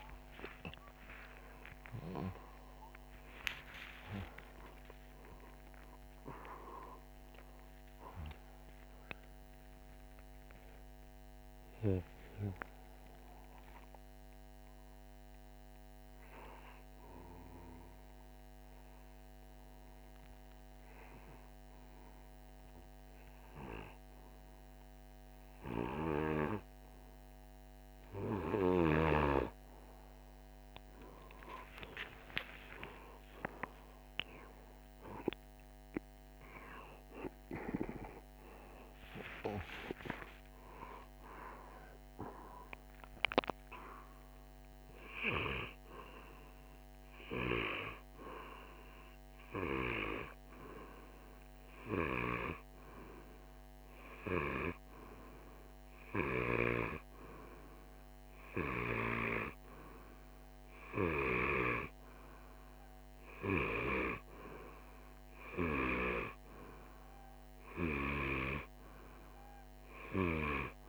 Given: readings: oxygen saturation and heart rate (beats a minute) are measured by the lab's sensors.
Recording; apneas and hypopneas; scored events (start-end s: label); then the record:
a person partly awake in a sleep study, by a microphone on the trachea; none
31.00-61.00 s: new sleep stage, N1 (lightest sleep)
61.00-70.89 s: new sleep stage, N2 (light sleep)
From the record:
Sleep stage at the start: awake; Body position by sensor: on the right side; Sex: male